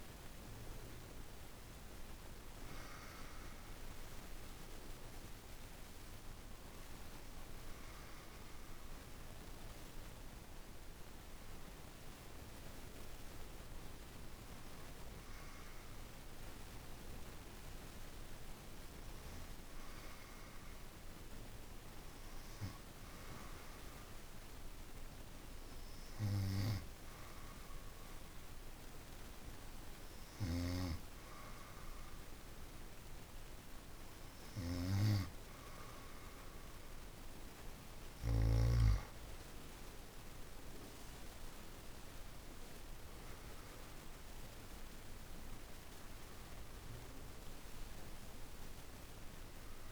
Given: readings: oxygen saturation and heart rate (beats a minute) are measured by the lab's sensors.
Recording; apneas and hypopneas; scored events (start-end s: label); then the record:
breathing in sleep, hard to hear, by a room microphone; 1
0.00-3.00 s: oxygen desaturation (device-marked, oxygen 93% lowest, heart rate 51 extreme)
2.00-32.50 s: hypopnea (oxygen 98% before, 90% lowest, heart rate 53 before, 51 extreme, up 4 after)
15.00-49.92 s: oxygen desaturation (device-marked, oxygen 97% before, 90% lowest, heart rate 52 before, 51 extreme)
38.00-42.50 s: arousal
From the record:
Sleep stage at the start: N2 (light sleep); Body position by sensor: on the back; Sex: female